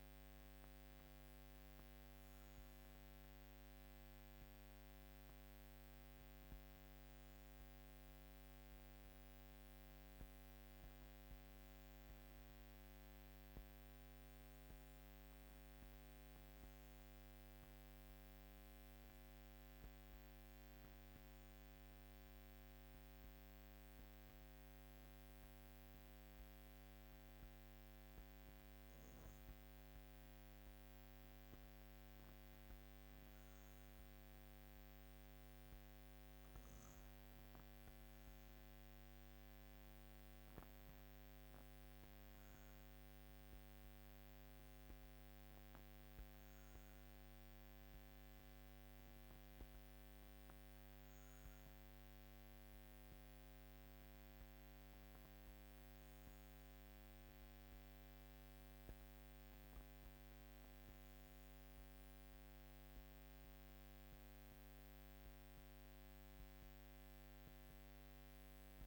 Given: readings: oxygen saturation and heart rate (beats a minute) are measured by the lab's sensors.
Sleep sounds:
breathing in sleep, hard to hear, by a microphone on the trachea; 1
4.00-33.00 s: obstructive apnea (oxygen 98% before, 96% lowest, heart rate 58 before, 51 extreme, up 1 after)
35.00-39.50 s: arousal
From the record:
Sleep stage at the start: REM sleep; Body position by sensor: on the back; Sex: female

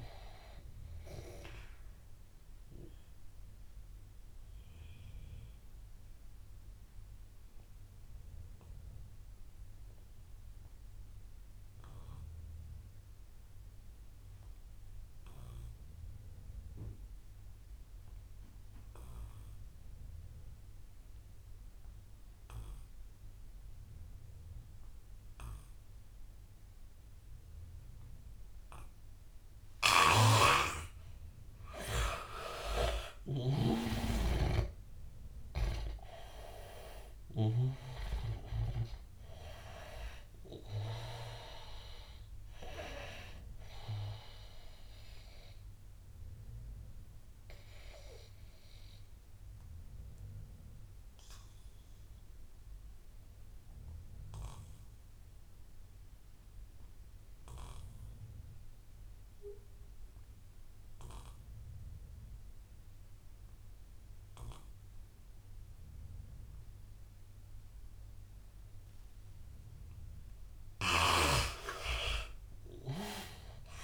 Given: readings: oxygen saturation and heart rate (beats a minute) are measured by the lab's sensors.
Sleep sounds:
breathing in sleep by a room microphone; 2
0.00-8.50 s: oxygen desaturation (device-marked, oxygen 82% lowest, heart rate 82 extreme)
2.00-32.00 s: obstructive apnea (oxygen 99% before, 80% lowest, heart rate 94 before, 82 extreme, up 13 after)
22.50-58.50 s: oxygen desaturation (device-marked, oxygen 99% before, 80% lowest, heart rate 87 before, 85 extreme)
30.00-33.50 s: snoring (device-marked)
34.50-39.00 s: arousal
46.50-69.50 s: obstructive apnea (oxygen 98% before, 80% lowest, heart rate 90 before, 85 extreme, up 3 after)
70.50-73.84 s: arousal
71.50-73.84 s: oxygen desaturation (device-marked, oxygen 99% before, 81% lowest, heart rate 87 before, 79 extreme)
From the record:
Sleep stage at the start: N2 (light sleep); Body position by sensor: on the back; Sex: male

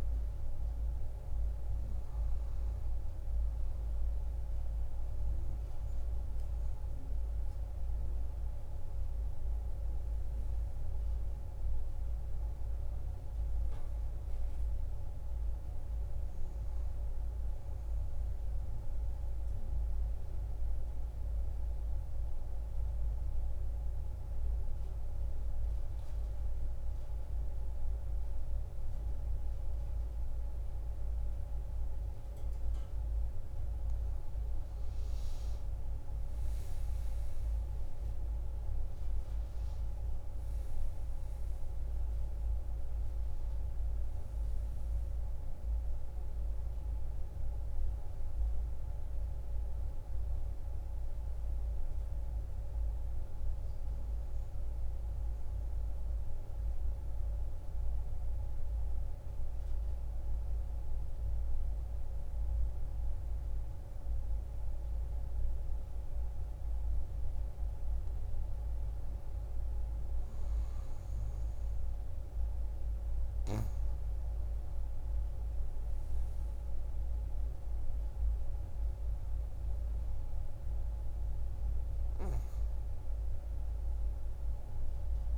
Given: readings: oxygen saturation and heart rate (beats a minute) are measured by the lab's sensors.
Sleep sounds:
breathing in sleep, hard to hear, by a room microphone; 2
8.00-11.50 s: arousal
18.00-33.50 s: obstructive apnea (oxygen 97% before, 90% lowest)
35.00-37.50 s: arousal
36.00-59.00 s: oxygen desaturation (device-marked, oxygen 96% before, 90% lowest)
55.00-67.50 s: obstructive apnea (oxygen 96% before, 90% lowest)
70.00-73.00 s: arousal
76.00-85.38 s: oxygen desaturation (device-marked, oxygen 97% before, 93% lowest)
From the record:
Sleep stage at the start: N2 (light sleep); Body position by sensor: on the back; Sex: female

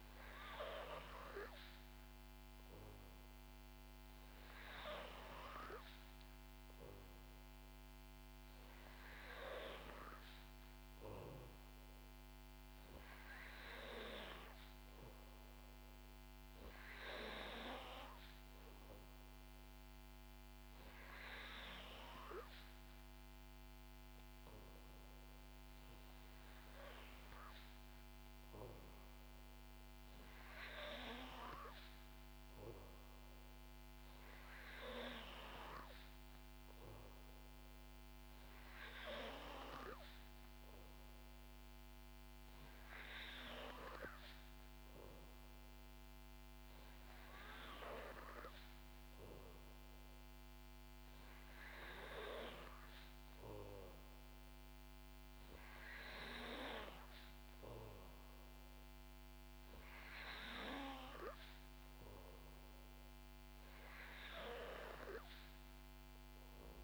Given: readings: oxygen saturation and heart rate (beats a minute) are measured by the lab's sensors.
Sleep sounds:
breathing in sleep by a microphone on the trachea; none
none scored
From the record:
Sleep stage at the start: N3 (deep sleep); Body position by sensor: on the back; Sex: female

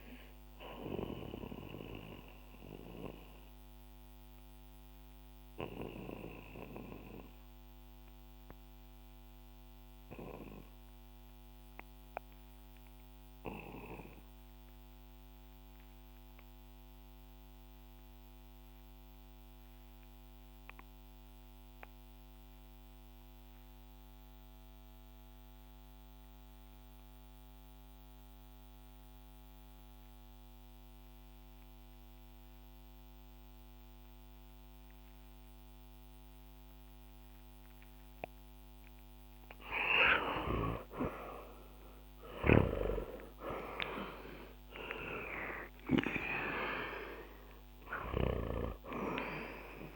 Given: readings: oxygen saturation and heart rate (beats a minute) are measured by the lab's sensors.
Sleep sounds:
breathing in sleep by a microphone on the trachea; 1
0.00-13.50 s: oxygen desaturation (device-marked, oxygen 87% lowest, heart rate 53 extreme)
1.50-38.50 s: obstructive apnea (oxygen 99% before, 78% lowest, heart rate 67 before, 53 extreme, up 26 after)
28.50-49.96 s: new sleep stage, REM sleep
42.00-45.50 s: arousal
42.50-48.50 s: snoring (device-marked)
46.50-49.96 s: oxygen desaturation (device-marked, oxygen 95% before, 78% lowest, heart rate 62 before, 62 extreme)
From the record:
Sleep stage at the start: N2 (light sleep); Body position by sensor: on the back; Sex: male

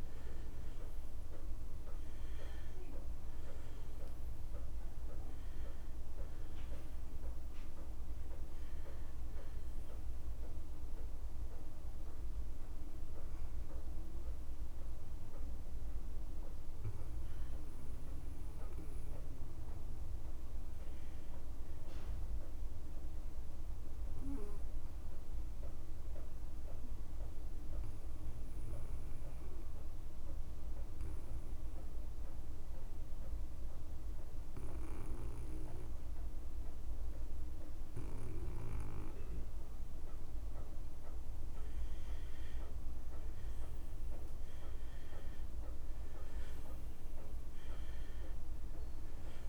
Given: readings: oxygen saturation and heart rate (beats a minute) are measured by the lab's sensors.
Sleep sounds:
breathing in sleep, hard to hear, by a room microphone; 1
0.00-25.00 s: oxygen desaturation (device-marked, oxygen 74% lowest)
25.50-42.50 s: obstructive apnea (oxygen 99% before, 86% lowest)
44.50-47.50 s: arousal
45.00-49.49 s: oxygen desaturation (device-marked, oxygen 98% before, 86% lowest)
From the record:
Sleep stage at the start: N2 (light sleep); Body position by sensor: on the back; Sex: male

